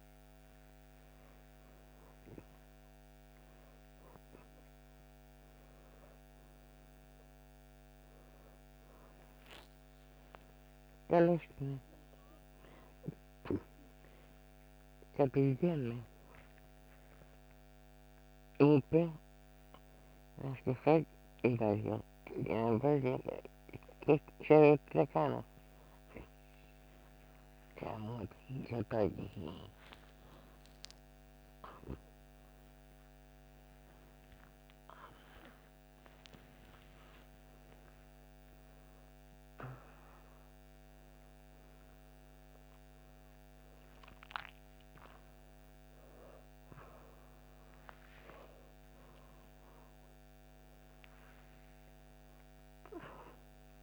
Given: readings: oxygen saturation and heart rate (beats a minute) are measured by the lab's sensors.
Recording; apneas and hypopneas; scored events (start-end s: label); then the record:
a person awake in a sleep study, by a microphone on the trachea; none
11.00-20.00 s: oxygen desaturation (device-marked, oxygen 94% before, 91% lowest, heart rate 159 before, 130 extreme)
14.50-24.50 s: snoring (device-marked)
From the record:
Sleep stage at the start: awake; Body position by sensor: on the right side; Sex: female